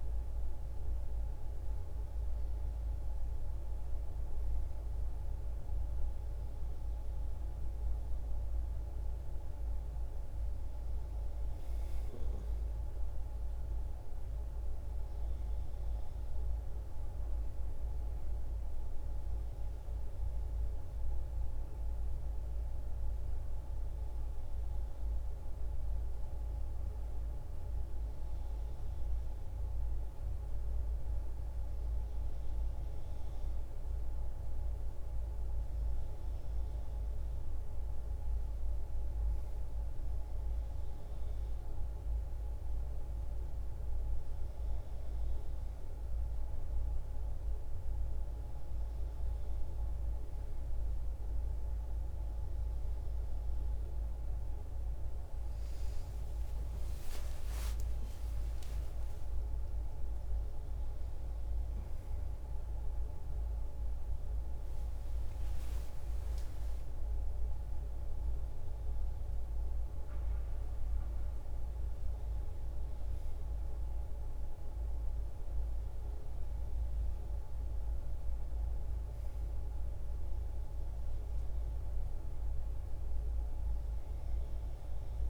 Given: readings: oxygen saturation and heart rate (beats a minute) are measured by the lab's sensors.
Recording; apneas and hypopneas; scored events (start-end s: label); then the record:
a person awake in a sleep study, hard to hear, by a room microphone; none
none scored
From the record:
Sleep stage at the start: awake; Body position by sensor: on the back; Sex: female